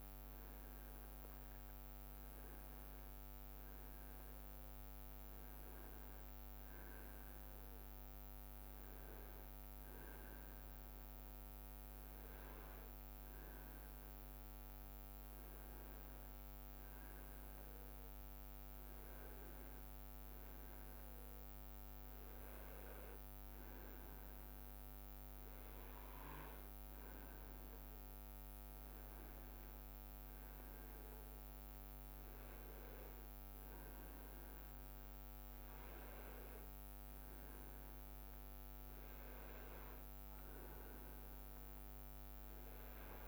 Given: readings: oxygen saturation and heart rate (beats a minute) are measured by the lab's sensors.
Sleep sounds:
breathing in sleep, hard to hear, by a microphone on the trachea; none
none scored
From the record:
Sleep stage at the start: N2 (light sleep); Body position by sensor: on the right side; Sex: male

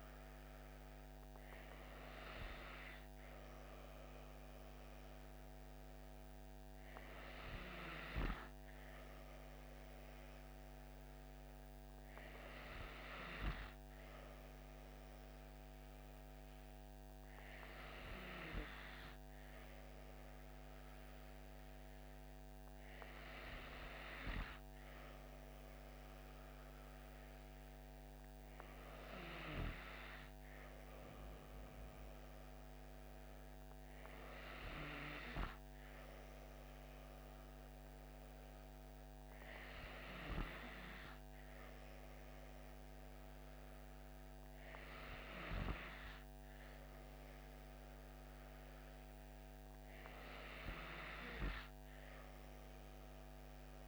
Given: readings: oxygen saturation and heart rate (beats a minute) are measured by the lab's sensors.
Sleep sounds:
breathing in sleep by a microphone on the trachea; none
none scored
From the record:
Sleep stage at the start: N2 (light sleep); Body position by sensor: on the back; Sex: female

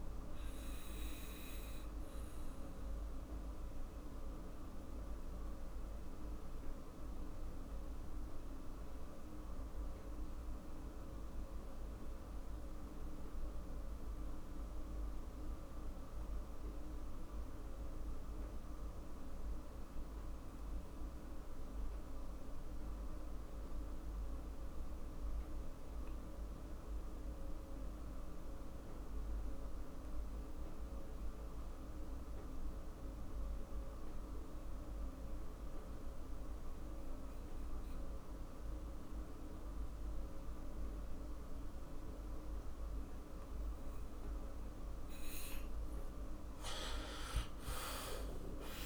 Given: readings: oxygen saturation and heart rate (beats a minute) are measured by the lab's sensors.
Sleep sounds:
breathing in sleep, hard to hear, by a room microphone; 1
0.50-44.50 s: mixed apnea (oxygen 99% before, 84% lowest, heart rate 51 before, 46 extreme, up 15 after)
20.00-36.00 s: oxygen desaturation (device-marked, oxygen 97% before, 88% lowest, heart rate 50 before, 46 extreme)
34.00-48.86 s: new sleep stage, N2 (light sleep)
47.00-48.86 s: arousal
From the record:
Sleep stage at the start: REM sleep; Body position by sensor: on the back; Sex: male

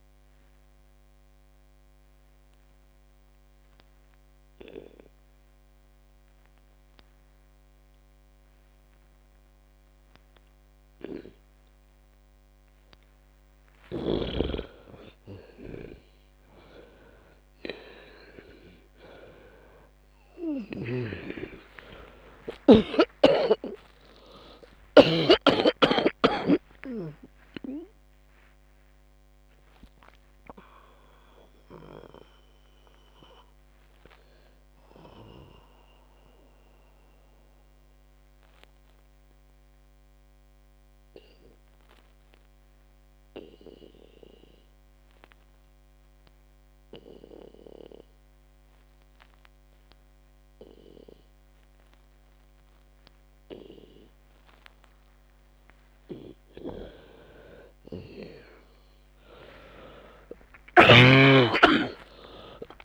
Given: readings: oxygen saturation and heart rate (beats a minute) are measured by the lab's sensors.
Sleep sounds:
breathing in sleep by a microphone on the trachea; 1
0.00-5.50 s: oxygen desaturation (device-marked, oxygen 94% lowest, heart rate 56 extreme)
14.50-46.50 s: oxygen desaturation (device-marked, oxygen 98% before, 91% lowest, heart rate 58 before, 57 extreme)
23.50-29.00 s: arousal
38.00-56.00 s: obstructive apnea (oxygen 98% before, 91% lowest, heart rate 105 before, 57 extreme)
61.00-62.85 s: arousal
From the record:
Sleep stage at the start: N2 (light sleep); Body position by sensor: on the back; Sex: female

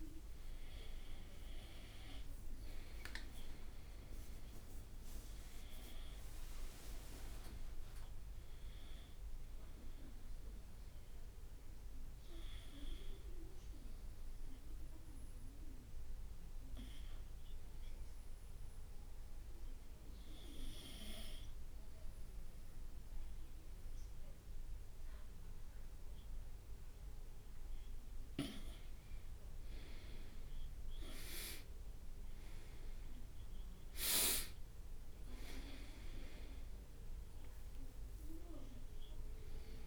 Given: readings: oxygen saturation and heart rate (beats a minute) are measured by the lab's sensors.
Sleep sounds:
breathing in sleep by a room microphone; 1
0.00-2.00 s: long interval between heartbeats (device-marked, heart rate 66 before, 78 extreme)
9.50-13.50 s: arousal
17.50-30.00 s: hypopnea (oxygen 95% before, 91% lowest, heart rate 73 before, 62 extreme, up 17 after)
29.50-39.87 s: new sleep stage, N1 (lightest sleep)
32.50-39.87 s: oxygen desaturation (device-marked, oxygen 97% before, 91% lowest, heart rate 63 before, 62 extreme)
34.00-38.50 s: arousal
35.50-37.50 s: long interval between heartbeats (device-marked, heart rate 64 before, 77 extreme)
36.50-39.87 s: drop in pulse transit time (device-marked, heart rate 64 before, 67 extreme)
From the record:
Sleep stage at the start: N2 (light sleep); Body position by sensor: on the right side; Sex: male

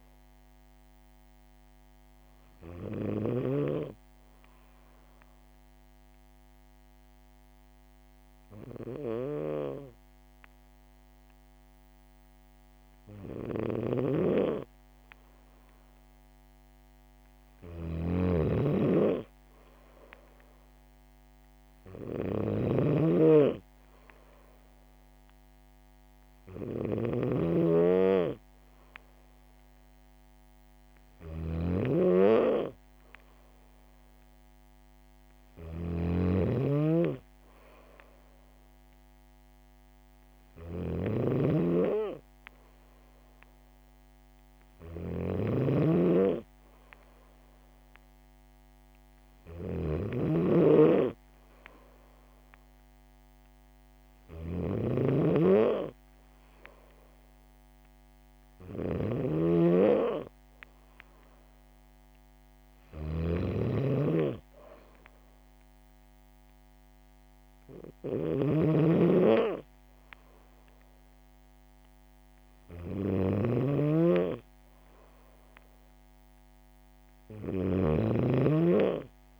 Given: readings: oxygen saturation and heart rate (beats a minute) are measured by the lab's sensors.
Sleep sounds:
breathing in sleep by a microphone on the trachea; none
13.00-79.39 s: snoring (device-marked)
From the record:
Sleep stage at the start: N2 (light sleep); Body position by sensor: on the back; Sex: female

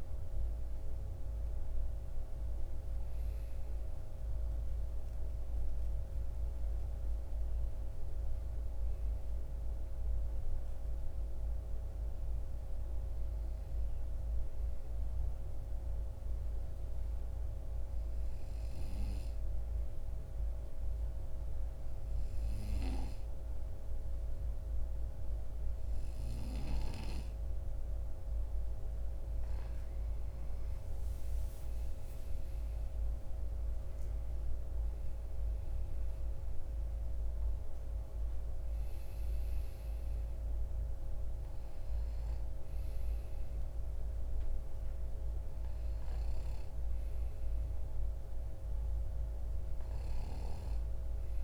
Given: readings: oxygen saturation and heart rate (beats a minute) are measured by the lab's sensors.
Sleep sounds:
breathing in sleep, hard to hear, by a room microphone; 1
0.00-11.50 s: oxygen desaturation (device-marked, oxygen 91% lowest, heart rate 50 extreme)
16.00-28.50 s: obstructive apnea (oxygen 97% before, 91% lowest, heart rate 56 before, 53 extreme, up 11 after)
26.50-51.44 s: oxygen desaturation (device-marked, oxygen 97% before, 91% lowest, heart rate 53 before, 53 extreme)
31.50-36.50 s: arousal
From the record:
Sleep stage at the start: N2 (light sleep); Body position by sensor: on the right side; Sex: male

